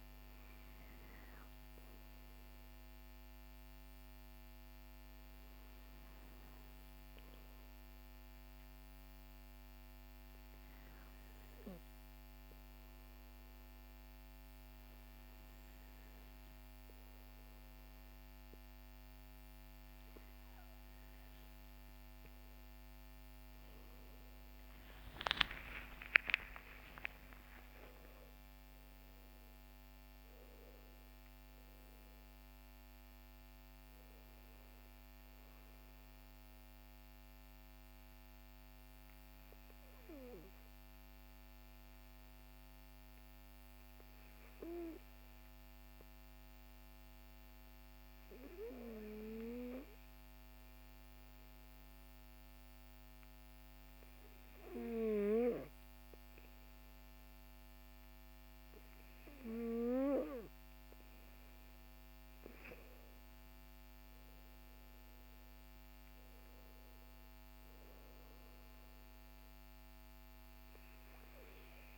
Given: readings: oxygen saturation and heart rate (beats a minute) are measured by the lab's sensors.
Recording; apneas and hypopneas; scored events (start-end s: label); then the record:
breathing in sleep by a microphone on the trachea; 2
5.00-22.00 s: obstructive apnea (oxygen 97% before, 94% lowest, heart rate 50 before, 45 extreme, up 57 after)
23.50-28.50 s: arousal
37.00-58.50 s: obstructive apnea (oxygen 96% before, 94% lowest, heart rate 74 before, 42 extreme, up 19 after)
62.00-66.00 s: arousal
From the record:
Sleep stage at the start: N2 (light sleep); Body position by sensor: on the back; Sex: male